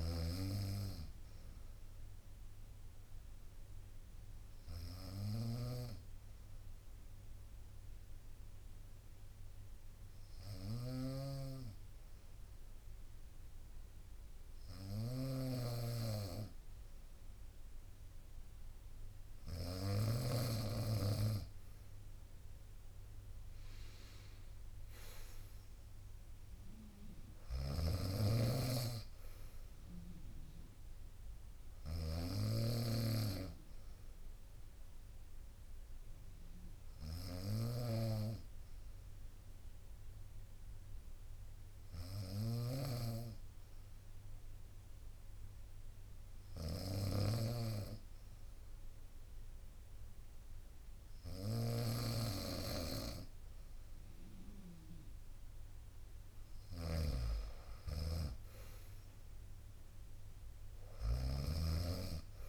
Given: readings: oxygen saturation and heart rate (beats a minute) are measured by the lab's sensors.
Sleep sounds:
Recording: breathing in sleep by a room microphone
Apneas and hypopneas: 2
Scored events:
0.00-7.50 s: bradycardia (device-marked, heart rate 56 extreme)
0.00-19.50 s: snoring (device-marked)
3.00-17.00 s: obstructive apnea (oxygen 96% before, 94% lowest, heart rate 61 before, 58 extreme, up 7 after)
17.50-30.50 s: drop in pulse transit time (device-marked, heart rate 59 before, 62 extreme)
21.00-25.00 s: arousal
27.00-62.48 s: snoring (device-marked)
30.50-36.50 s: bradycardia (device-marked, heart rate 64 before, 58 extreme)
37.50-52.00 s: hypopnea (oxygen 96% before, 94% lowest, heart rate 62 before, 57 extreme, up 2 after)
50.50-62.48 s: drop in pulse transit time (device-marked, heart rate 61 before, 59 extreme)
52.50-56.00 s: arousal
From the record:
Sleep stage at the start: N2 (light sleep)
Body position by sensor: on the right side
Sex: female

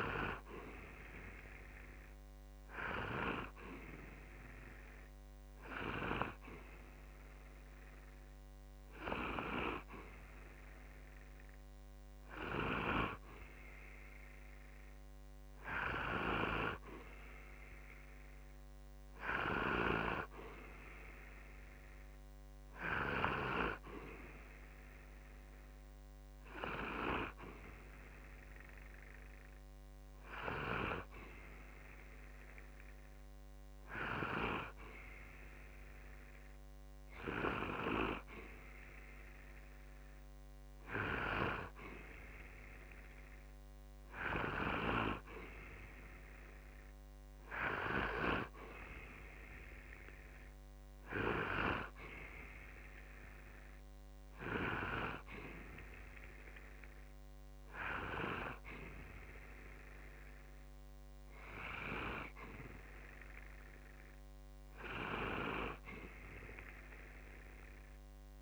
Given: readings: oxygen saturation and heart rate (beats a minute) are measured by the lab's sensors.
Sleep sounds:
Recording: breathing in sleep by a microphone on the trachea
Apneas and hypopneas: none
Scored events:
none scored
From the record:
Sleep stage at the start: N2 (light sleep)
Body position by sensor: on the back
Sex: male

